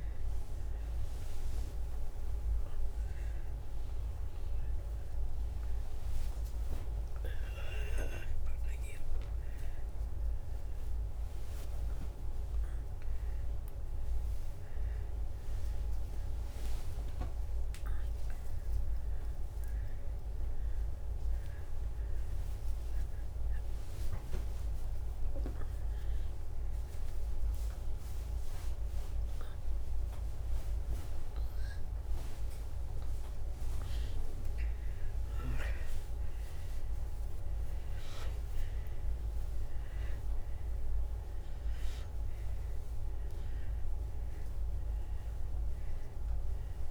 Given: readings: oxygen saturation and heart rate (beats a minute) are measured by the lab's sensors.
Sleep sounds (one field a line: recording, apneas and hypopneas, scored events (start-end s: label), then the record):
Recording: a person awake in a sleep study, hard to hear, by a room microphone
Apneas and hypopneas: none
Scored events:
0.50-9.50 s: tachycardia (device-marked, heart rate 71 before, 140 extreme)
4.50-10.50 s: drop in pulse transit time (device-marked, heart rate 121 before, 117 extreme)
13.50-39.50 s: tachycardia (device-marked, heart rate 72 before, 188 extreme)
18.50-28.50 s: drop in pulse transit time (device-marked, heart rate 113 before, 113 extreme)
40.50-46.50 s: tachycardia (device-marked, heart rate 77 before, 108 extreme)
From the record:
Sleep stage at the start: awake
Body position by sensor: on the back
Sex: female